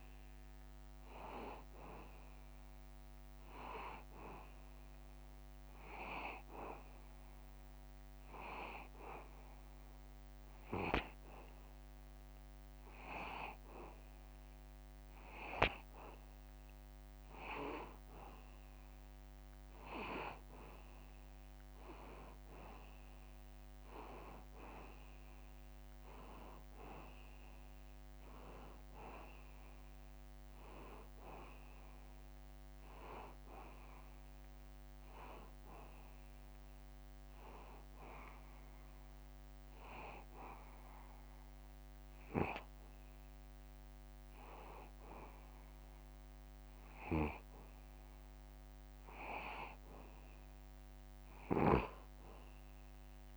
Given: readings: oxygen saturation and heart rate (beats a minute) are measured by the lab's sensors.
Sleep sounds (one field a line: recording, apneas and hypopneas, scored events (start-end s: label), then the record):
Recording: breathing in sleep by a microphone on the trachea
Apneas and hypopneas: 2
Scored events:
5.00-15.00 s: hypopnea (oxygen 93% before, 90% lowest, heart rate 82 before, 83 extreme, up 0 after)
19.50-24.00 s: arousal
39.00-49.00 s: hypopnea (oxygen 93% before, 91% lowest, heart rate 84 before, 82 extreme, up 0 after)
From the record:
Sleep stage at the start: N2 (light sleep)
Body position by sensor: on the back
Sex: male